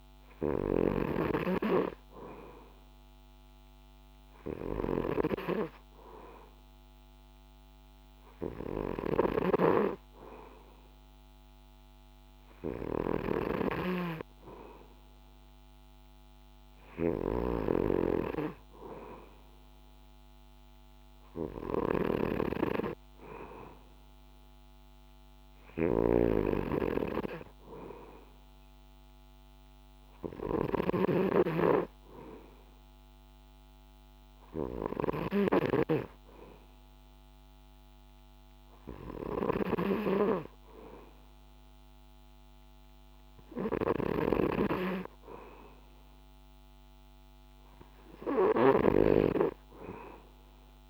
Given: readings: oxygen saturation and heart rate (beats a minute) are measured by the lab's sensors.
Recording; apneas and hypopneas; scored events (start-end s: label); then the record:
breathing in sleep by a microphone on the trachea; none
0.00-50.90 s: snoring (device-marked)
From the record:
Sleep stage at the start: N2 (light sleep); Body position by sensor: on the back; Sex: male